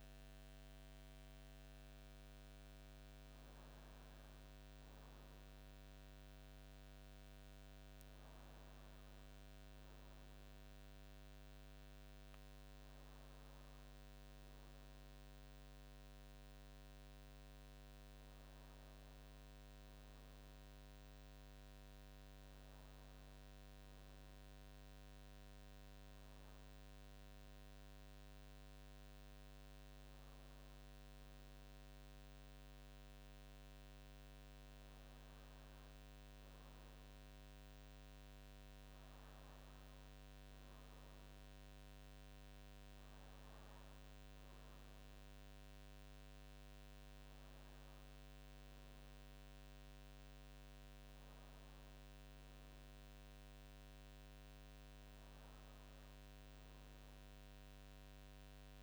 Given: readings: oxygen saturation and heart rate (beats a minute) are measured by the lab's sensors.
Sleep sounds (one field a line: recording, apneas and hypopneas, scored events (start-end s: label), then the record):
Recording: breathing in sleep, hard to hear, by a microphone on the trachea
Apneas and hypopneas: none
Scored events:
none scored
From the record:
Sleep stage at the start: N2 (light sleep)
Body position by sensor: on the back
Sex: male